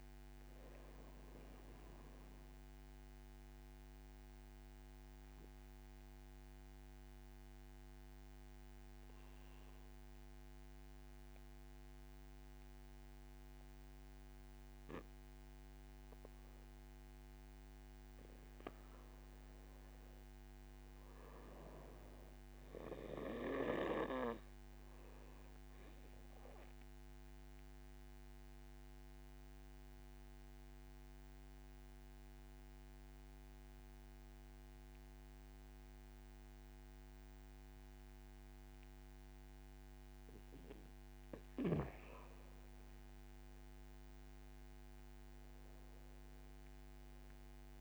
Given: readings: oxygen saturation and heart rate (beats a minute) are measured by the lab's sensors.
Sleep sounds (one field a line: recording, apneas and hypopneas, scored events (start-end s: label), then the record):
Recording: breathing in sleep by a microphone on the trachea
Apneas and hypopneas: 2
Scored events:
0.00-12.50 s: oxygen desaturation (device-marked, oxygen 88% lowest, heart rate 40 extreme)
4.50-16.50 s: obstructive apnea (oxygen 95% before, 88% lowest, heart rate 54 before, 40 extreme, up 15 after)
18.50-21.50 s: arousal
25.00-40.50 s: obstructive apnea (oxygen 96% before, 88% lowest)
44.00-47.00 s: arousal
46.50-47.81 s: oxygen desaturation (device-marked, oxygen 94% before, 88% lowest)
From the record:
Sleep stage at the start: N2 (light sleep)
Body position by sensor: on the back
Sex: male